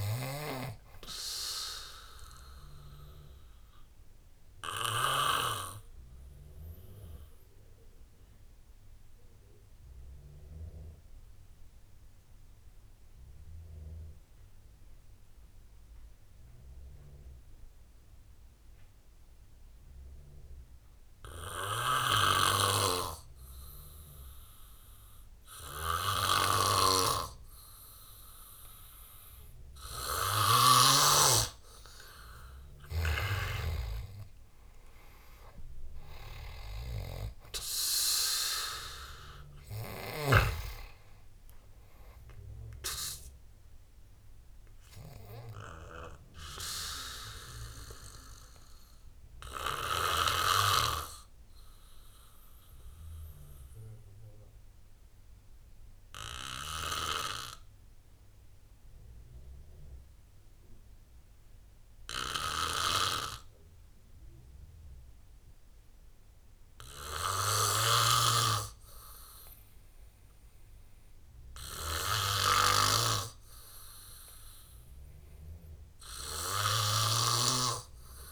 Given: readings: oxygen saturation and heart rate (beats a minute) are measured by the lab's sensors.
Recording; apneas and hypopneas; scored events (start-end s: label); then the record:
breathing in sleep by a room microphone; 2
0.00-20.00 s: oxygen desaturation (device-marked, oxygen 90% lowest, heart rate 65 extreme)
3.00-31.50 s: obstructive apnea (oxygen 98% before, 89% lowest, heart rate 80 before, 65 extreme, up 15 after)
32.00-67.00 s: oxygen desaturation (device-marked, oxygen 98% before, 89% lowest, heart rate 70 before, 66 extreme)
34.00-37.50 s: arousal
50.50-68.00 s: obstructive apnea (oxygen 98% before, 89% lowest, heart rate 80 before, 66 extreme, up 6 after)
70.50-73.50 s: arousal
From the record:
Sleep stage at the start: N2 (light sleep); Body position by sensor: on the back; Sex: male